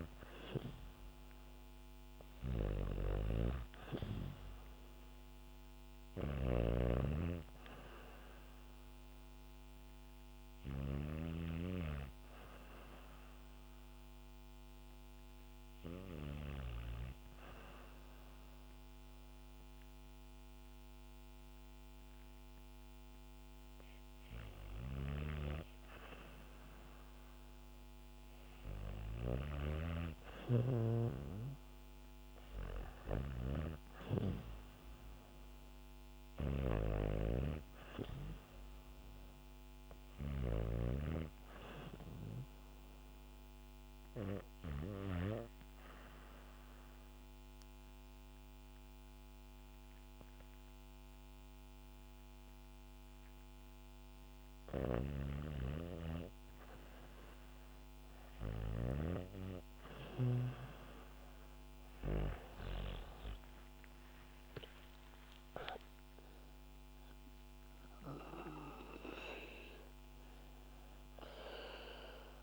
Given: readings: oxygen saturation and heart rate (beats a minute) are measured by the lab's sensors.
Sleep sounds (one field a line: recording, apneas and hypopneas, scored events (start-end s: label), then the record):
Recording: breathing in sleep by a microphone on the trachea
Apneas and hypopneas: 2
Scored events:
0.00-2.50 s: arousal
0.00-16.00 s: snoring (device-marked)
3.50-18.50 s: oxygen desaturation (device-marked, oxygen 98% before, 95% lowest, heart rate 67 before, 65 extreme)
14.50-26.00 s: obstructive apnea (oxygen 98% before, 93% lowest, heart rate 69 before, 65 extreme, up 4 after)
24.00-39.50 s: snoring (device-marked)
28.50-32.50 s: arousal
31.50-47.50 s: oxygen desaturation (device-marked, oxygen 98% before, 94% lowest, heart rate 67 before, 65 extreme)
43.50-54.50 s: obstructive apnea (oxygen 98% before, 93% lowest, heart rate 69 before, 63 extreme, up 6 after)
54.00-58.00 s: snoring (device-marked)
62.00-68.00 s: arousal
66.50-72.43 s: oxygen desaturation (device-marked, oxygen 96% before, 93% lowest, heart rate 72 before, 63 extreme)
69.50-72.43 s: new sleep stage, N2 (light sleep)
From the record:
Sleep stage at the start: REM sleep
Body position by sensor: on the back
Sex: female